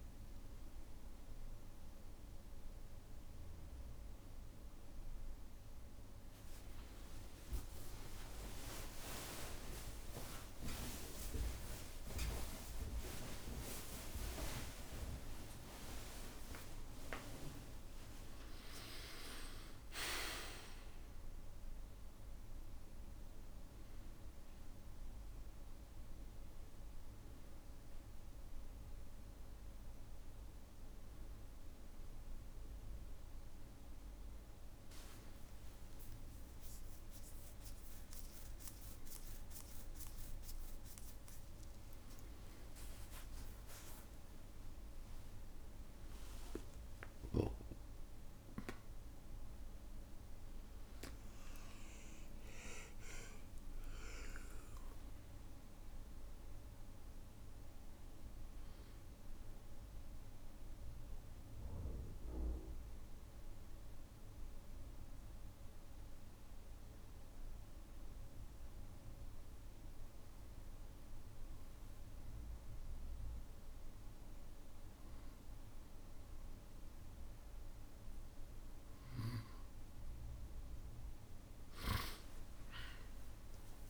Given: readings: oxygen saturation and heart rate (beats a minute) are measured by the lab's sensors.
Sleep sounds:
a person partly awake in a sleep study, by a room microphone; none
6.00-18.00 s: tachycardia (device-marked, heart rate 73 before, 193 extreme)
7.50-9.50 s: long interval between heartbeats (device-marked, heart rate 63 before, 70 extreme)
10.00-83.90 s: new sleep stage, N1 (lightest sleep)
11.50-13.50 s: long interval between heartbeats (device-marked, heart rate 69 before, 149 extreme)
13.50-15.50 s: long interval between heartbeats (device-marked, heart rate 78 before, 178 extreme)
15.50-17.50 s: long interval between heartbeats (device-marked, heart rate 90 before, 178 extreme)
35.00-41.00 s: tachycardia (device-marked, heart rate 74 before, 129 extreme)
36.50-38.50 s: long interval between heartbeats (device-marked, heart rate 90 before, 77 extreme)
40.50-42.50 s: long interval between heartbeats (device-marked, heart rate 77 before, 129 extreme)
47.50-49.50 s: long interval between heartbeats (device-marked, heart rate 85 before, 69 extreme)
50.50-54.50 s: arousal
From the record:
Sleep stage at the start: awake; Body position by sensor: on the back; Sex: male

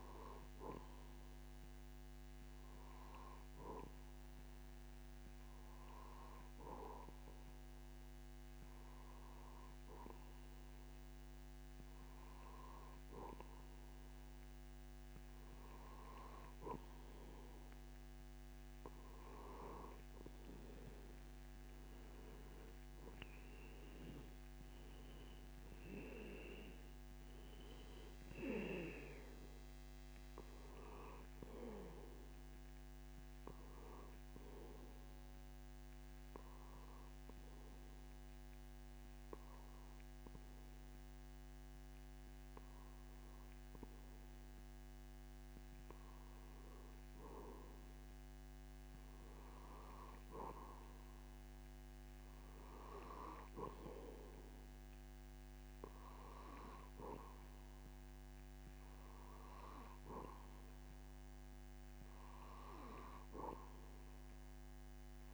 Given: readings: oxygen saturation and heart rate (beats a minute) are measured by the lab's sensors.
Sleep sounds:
breathing in sleep by a microphone on the trachea; 2
4.00-15.00 s: hypopnea (oxygen 94% before, 91% lowest)
22.50-26.50 s: arousal
35.00-47.50 s: obstructive apnea (oxygen 93% before, 91% lowest)
50.50-54.00 s: arousal
From the record:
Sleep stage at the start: N2 (light sleep); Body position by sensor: on the back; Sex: male

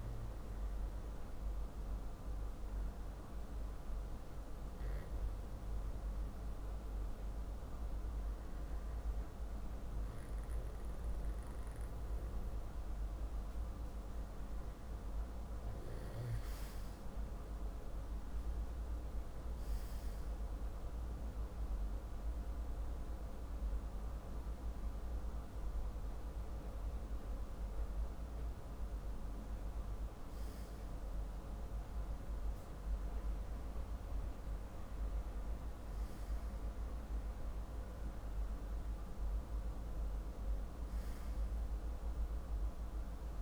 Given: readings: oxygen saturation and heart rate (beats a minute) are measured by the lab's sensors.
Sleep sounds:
breathing in sleep, hard to hear, by a room microphone; none
none scored
From the record:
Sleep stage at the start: N2 (light sleep); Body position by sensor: on the back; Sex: male

